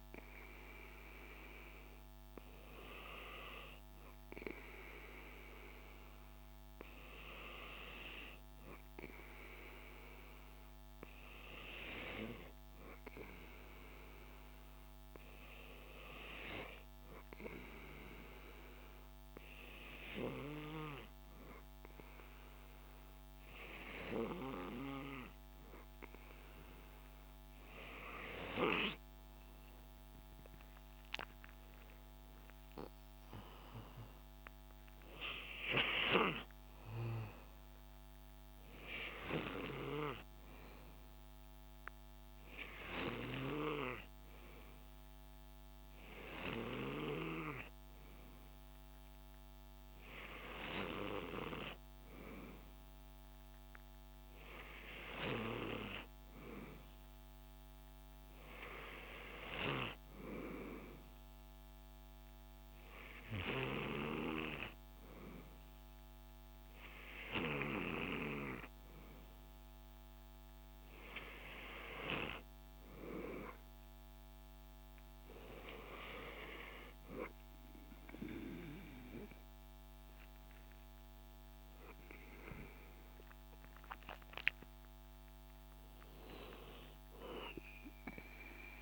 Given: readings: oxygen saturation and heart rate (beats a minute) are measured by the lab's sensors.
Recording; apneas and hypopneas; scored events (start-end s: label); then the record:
breathing in sleep by a microphone on the trachea; 1
12.50-24.50 s: hypopnea (oxygen 99% before, 95% lowest, heart rate 67 before, 65 extreme, up 12 after)
28.00-31.00 s: arousal
82.50-85.50 s: arousal
From the record:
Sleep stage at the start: N2 (light sleep); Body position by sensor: on the back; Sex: male